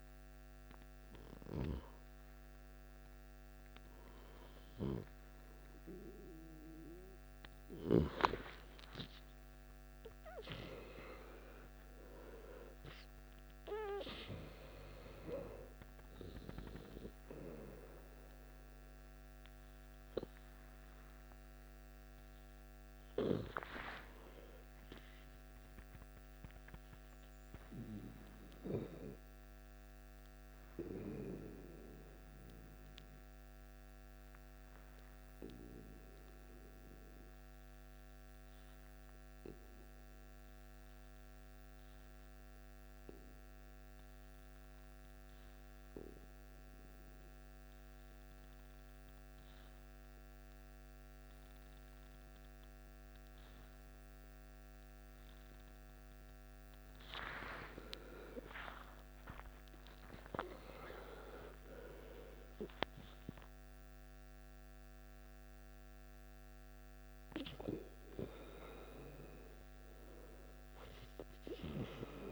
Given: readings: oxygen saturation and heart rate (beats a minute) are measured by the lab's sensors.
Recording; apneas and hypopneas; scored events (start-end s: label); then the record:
breathing in sleep by a microphone on the trachea; 1
14.50-27.50 s: oxygen desaturation (device-marked, oxygen 98% before, 94% lowest, heart rate 61 before, 55 extreme)
25.50-29.50 s: arousal
29.50-72.32 s: new sleep stage, N2 (light sleep)
33.00-55.50 s: obstructive apnea (oxygen 98% before, 90% lowest, heart rate 62 before, 55 extreme, up 9 after)
55.50-72.32 s: oxygen desaturation (device-marked, oxygen 96% before, 90% lowest, heart rate 55 before, 53 extreme)
58.00-63.00 s: arousal
From the record:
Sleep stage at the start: N1 (lightest sleep); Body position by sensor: on the back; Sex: male